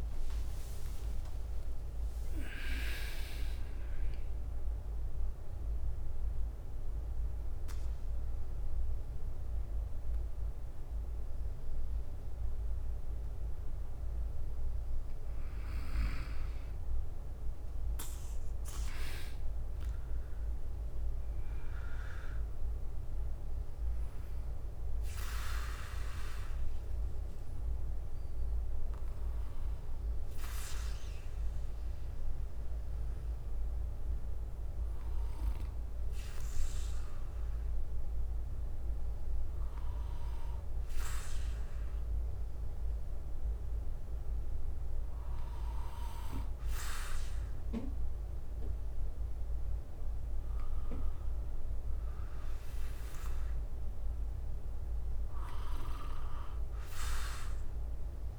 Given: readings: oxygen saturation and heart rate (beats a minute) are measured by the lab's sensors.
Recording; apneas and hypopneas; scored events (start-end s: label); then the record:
breathing in sleep by a room microphone; 2
0.00-1.50 s: leg movement (device-marked)
0.00-10.50 s: drop in pulse transit time (device-marked, heart rate 58 extreme)
4.00-14.00 s: central apnea (oxygen 95% before, 86% lowest, heart rate 63 before, 53 extreme, up 4 after)
6.50-21.50 s: oxygen desaturation (device-marked, oxygen 91% before, 86% lowest, heart rate 65 before, 53 extreme)
7.50-20.50 s: bradycardia (device-marked, heart rate 58 before, 53 extreme)
18.00-22.50 s: arousal
23.50-58.39 s: bradycardia (device-marked, heart rate 58 before, 48 extreme)
27.50-39.50 s: oxygen desaturation (device-marked, oxygen 99% before, 95% lowest, heart rate 58 before, 54 extreme)
30.50-43.00 s: hypopnea (oxygen 99% before, 93% lowest, heart rate 57 before, 54 extreme, up 1 after)
49.50-53.00 s: arousal
From the record:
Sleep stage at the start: N2 (light sleep); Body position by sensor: on the back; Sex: male